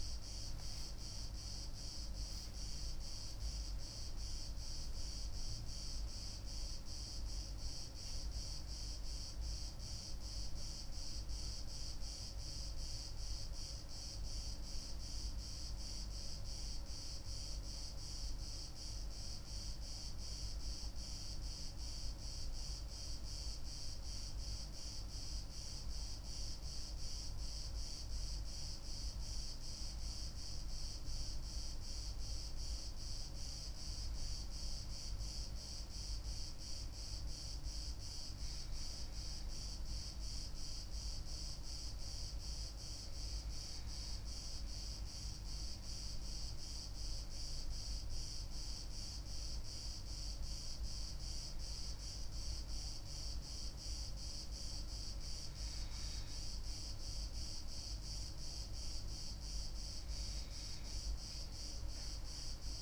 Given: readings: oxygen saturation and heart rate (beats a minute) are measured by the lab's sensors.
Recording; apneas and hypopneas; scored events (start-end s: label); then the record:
a person partly awake in a sleep study, hard to hear, by a room microphone; none
12.50-42.50 s: new sleep stage, N1 (lightest sleep)
42.50-62.82 s: new sleep stage, N2 (light sleep)
From the record:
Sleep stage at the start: awake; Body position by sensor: on the left side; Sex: female